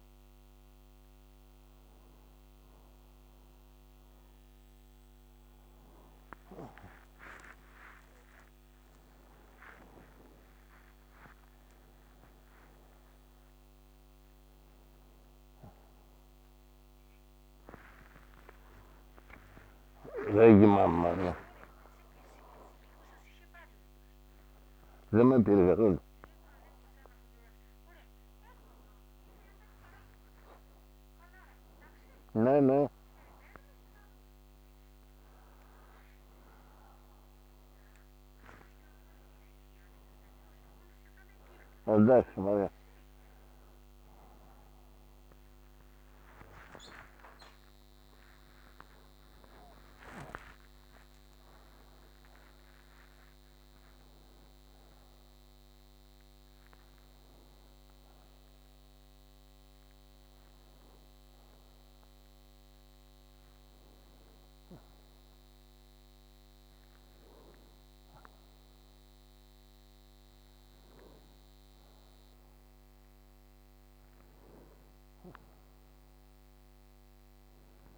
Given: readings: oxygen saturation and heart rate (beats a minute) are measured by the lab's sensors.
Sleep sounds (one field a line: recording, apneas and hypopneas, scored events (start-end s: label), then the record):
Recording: a person awake in a sleep study, by a microphone on the trachea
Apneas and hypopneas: none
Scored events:
7.50-67.50 s: new sleep stage, awake
67.50-77.98 s: new sleep stage, N1 (lightest sleep)
From the record:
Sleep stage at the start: N1 (lightest sleep)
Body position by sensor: on the right side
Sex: male